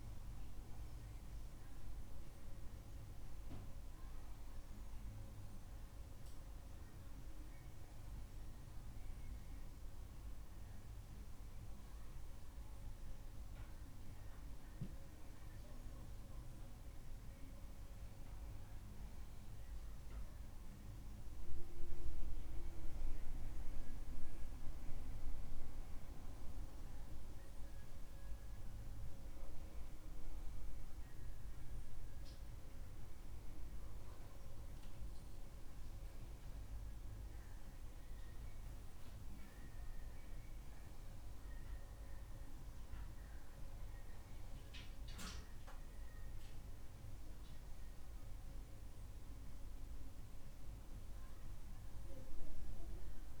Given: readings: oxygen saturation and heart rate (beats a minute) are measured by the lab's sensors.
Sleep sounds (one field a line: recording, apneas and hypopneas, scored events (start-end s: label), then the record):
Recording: breathing in sleep, hard to hear, by a room microphone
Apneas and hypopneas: none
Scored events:
none scored
From the record:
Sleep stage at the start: N2 (light sleep)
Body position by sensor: on the back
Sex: male